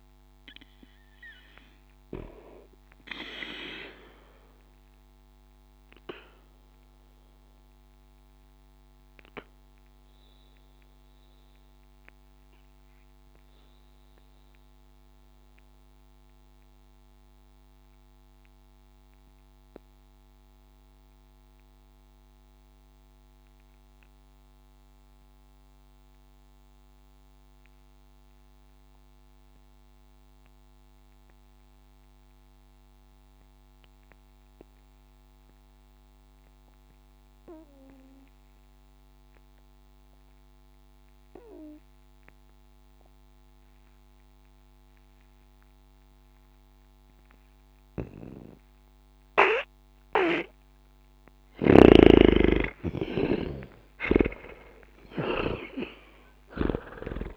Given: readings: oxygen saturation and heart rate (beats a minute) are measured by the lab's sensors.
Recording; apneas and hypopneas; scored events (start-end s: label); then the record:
breathing in sleep by a microphone on the trachea; 1
0.00-27.00 s: oxygen desaturation (device-marked, oxygen 80% lowest, heart rate 60 extreme)
2.50-51.50 s: obstructive apnea (oxygen 99% before, 76% lowest, heart rate 63 before, 60 extreme, up 0 after)
45.00-57.37 s: oxygen desaturation (device-marked, oxygen 98% before, 76% lowest, heart rate 60 before, 59 extreme)
51.50-57.37 s: snoring (device-marked)
52.50-56.00 s: arousal
From the record:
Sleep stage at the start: N2 (light sleep); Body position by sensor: on the back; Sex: male